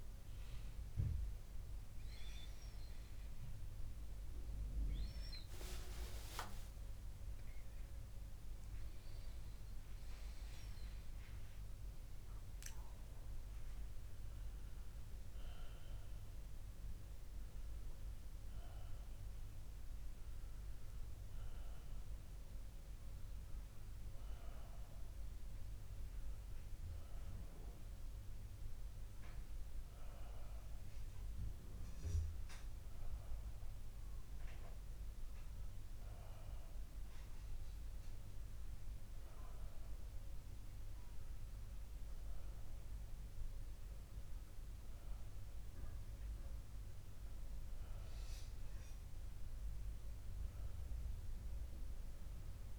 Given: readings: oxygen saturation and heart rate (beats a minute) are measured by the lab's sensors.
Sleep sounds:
breathing in sleep, hard to hear, by a room microphone; none
25.00-42.00 s: oxygen desaturation (device-marked, oxygen 98% before, 95% lowest, heart rate 67 before, 64 extreme)
From the record:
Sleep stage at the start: N1 (lightest sleep); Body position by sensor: on the back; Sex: male

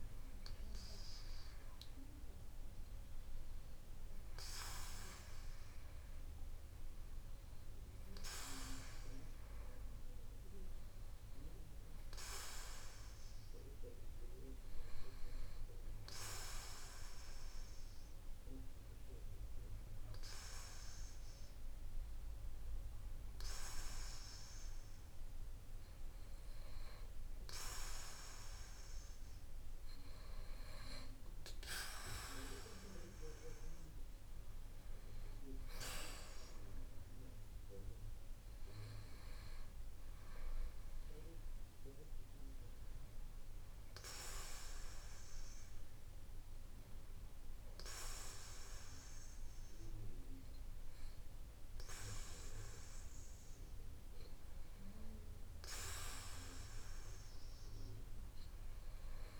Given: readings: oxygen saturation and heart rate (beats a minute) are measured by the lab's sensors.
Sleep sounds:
breathing in sleep by a room microphone; 1
11.00-15.50 s: arousal
17.50-29.00 s: hypopnea (oxygen 95% before, 92% lowest, heart rate 60 before, 57 extreme, up 3 after)
31.00-35.00 s: arousal
From the record:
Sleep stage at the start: REM sleep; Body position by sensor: on the back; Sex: male

